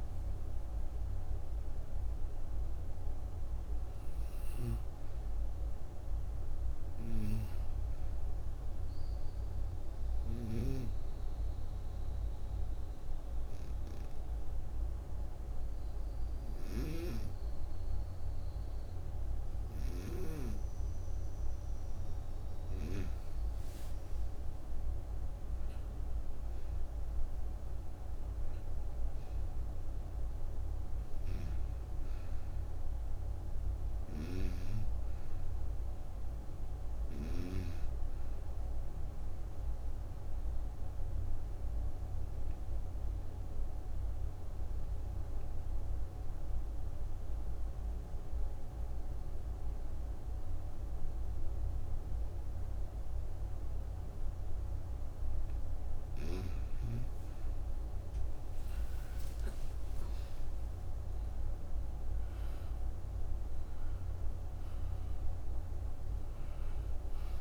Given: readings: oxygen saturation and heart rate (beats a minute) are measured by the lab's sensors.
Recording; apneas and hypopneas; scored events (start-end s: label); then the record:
breathing in sleep by a room microphone; 2
0.00-3.50 s: arousal
0.00-13.50 s: oxygen desaturation (device-marked, oxygen 95% lowest, heart rate 59 extreme)
9.00-22.50 s: obstructive apnea (oxygen 100% before, 90% lowest, heart rate 73 before, 59 extreme, up 6 after)
23.50-28.00 s: arousal
39.00-55.50 s: obstructive apnea (oxygen 97% before, 89% lowest, heart rate 62 before, 61 extreme, up 27 after)
40.50-51.50 s: oxygen desaturation (device-marked, oxygen 96% before, 93% lowest, heart rate 62 before, 61 extreme)
57.00-62.50 s: arousal
59.50-67.41 s: oxygen desaturation (device-marked, oxygen 96% before, 89% lowest, heart rate 64 before, 58 extreme)
From the record:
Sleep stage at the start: N2 (light sleep); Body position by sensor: on the right side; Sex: female